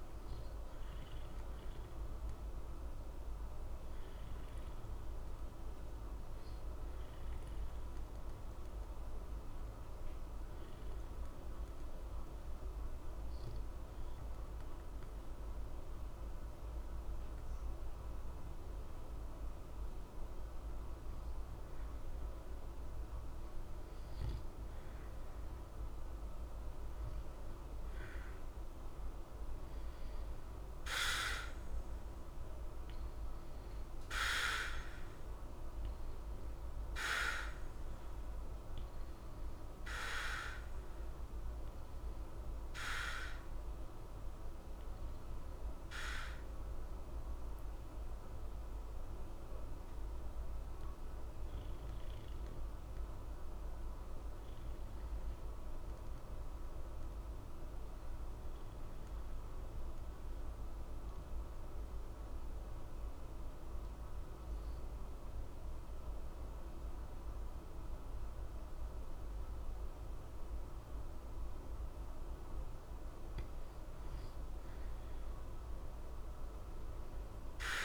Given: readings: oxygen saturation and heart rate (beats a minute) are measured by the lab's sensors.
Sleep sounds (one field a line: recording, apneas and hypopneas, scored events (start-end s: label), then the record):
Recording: breathing in sleep, hard to hear, by a room microphone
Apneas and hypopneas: 2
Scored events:
0.00-12.00 s: oxygen desaturation (device-marked, oxygen 90% lowest, heart rate 60 extreme)
7.50-19.50 s: obstructive apnea (oxygen 94% before, 89% lowest, heart rate 60 before, 60 extreme, up 2 after)
22.00-26.00 s: arousal
33.00-43.00 s: oxygen desaturation (device-marked, oxygen 92% before, 89% lowest, heart rate 61 before, 60 extreme)
52.00-55.00 s: arousal
58.50-72.50 s: obstructive apnea (oxygen 92% before, 87% lowest, heart rate 60 before, 60 extreme, up 0 after)
74.50-77.50 s: arousal
From the record:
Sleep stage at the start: N2 (light sleep)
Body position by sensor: on the back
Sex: male